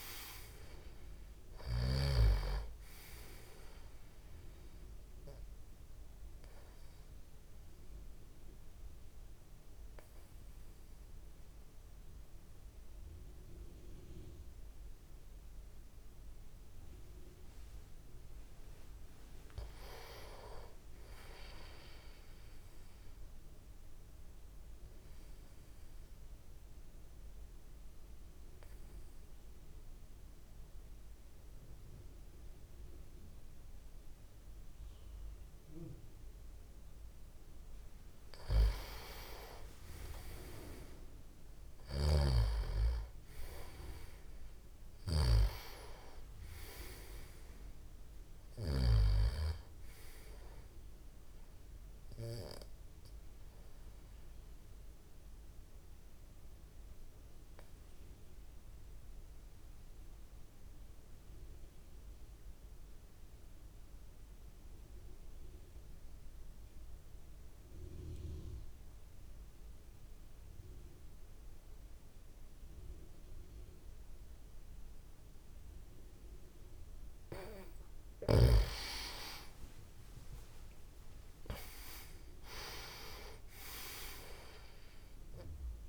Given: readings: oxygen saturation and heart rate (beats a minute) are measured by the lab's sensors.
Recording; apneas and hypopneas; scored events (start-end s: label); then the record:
breathing in sleep by a room microphone; 3
2.00-20.00 s: oxygen desaturation (device-marked, oxygen 97% before, 91% lowest)
5.50-18.00 s: obstructive apnea (oxygen 98% before, 91% lowest)
18.00-37.00 s: tachycardia (device-marked)
19.50-22.00 s: arousal
24.50-37.00 s: obstructive apnea (oxygen 97% before, 88% lowest)
39.50-43.00 s: arousal
41.50-49.00 s: snoring (device-marked)
51.00-66.00 s: oxygen desaturation (device-marked, oxygen 96% before, 92% lowest)
54.00-76.00 s: obstructive apnea (oxygen 97% before, 88% lowest)
76.00-85.89 s: oxygen desaturation (device-marked, oxygen 98% before, 88% lowest)
79.00-84.00 s: arousal
From the record:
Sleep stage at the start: N2 (light sleep); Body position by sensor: on the back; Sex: male